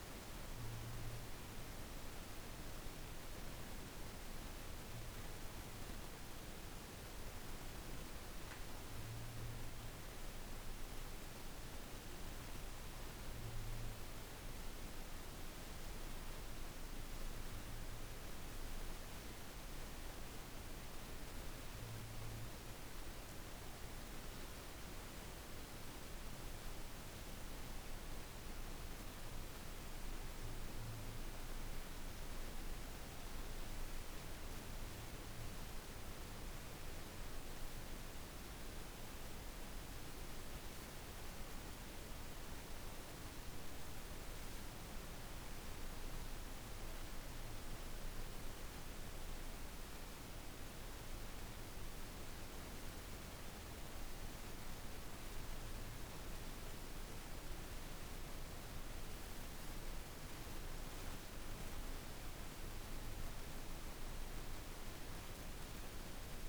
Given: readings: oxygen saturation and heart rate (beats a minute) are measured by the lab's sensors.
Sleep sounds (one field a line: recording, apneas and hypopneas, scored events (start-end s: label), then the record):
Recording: a person partly awake in a sleep study, hard to hear, by a room microphone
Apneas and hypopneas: none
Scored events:
29.50-66.49 s: new sleep stage, N1 (lightest sleep)
From the record:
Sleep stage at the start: awake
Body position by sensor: on the back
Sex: female